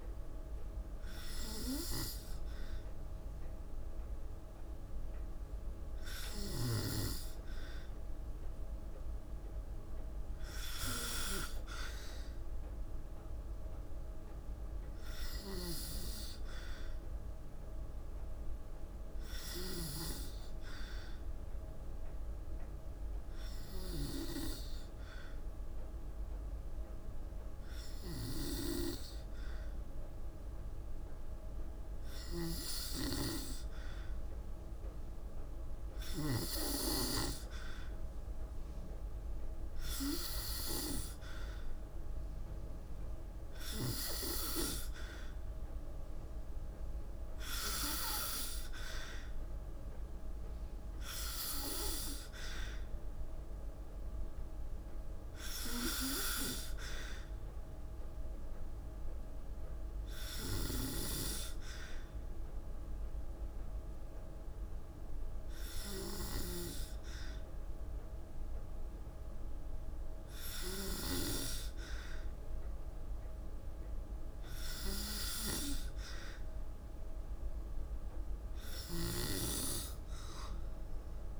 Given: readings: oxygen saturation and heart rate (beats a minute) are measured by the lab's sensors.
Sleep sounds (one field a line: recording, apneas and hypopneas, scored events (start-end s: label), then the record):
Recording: breathing in sleep by a room microphone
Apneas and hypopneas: 2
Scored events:
14.50-36.00 s: snoring (device-marked)
21.50-34.00 s: hypopnea (oxygen 95% before, 93% lowest, heart rate 54 before, 54 extreme, up 1 after)
36.50-39.50 s: arousal
55.00-59.00 s: arousal
62.50-73.50 s: hypopnea (oxygen 95% before, 93% lowest, heart rate 56 before, 53 extreme, up 1 after)
65.50-70.50 s: snoring (device-marked)
75.50-80.00 s: arousal
78.00-81.40 s: snoring (device-marked)
From the record:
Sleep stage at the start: N2 (light sleep)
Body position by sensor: on the back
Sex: female